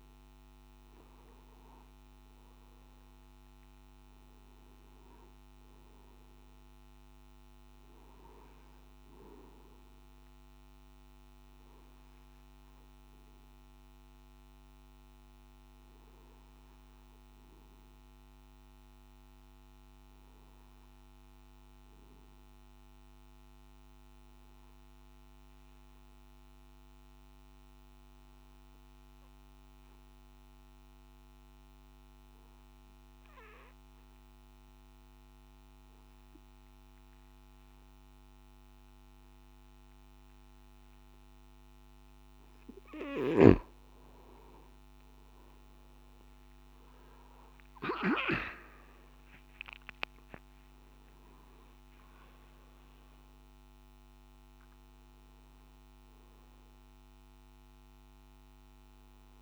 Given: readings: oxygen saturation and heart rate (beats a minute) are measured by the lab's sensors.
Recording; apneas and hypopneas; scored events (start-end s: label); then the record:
breathing in sleep by a microphone on the trachea; 1
22.50-40.50 s: obstructive apnea (oxygen 97% before, 89% lowest, heart rate 59 before, 55 extreme, up 9 after)
48.50-59.42 s: oxygen desaturation (device-marked, oxygen 97% before, 89% lowest, heart rate 57 before, 53 extreme)
From the record:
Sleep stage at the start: N2 (light sleep); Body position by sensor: on the back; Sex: male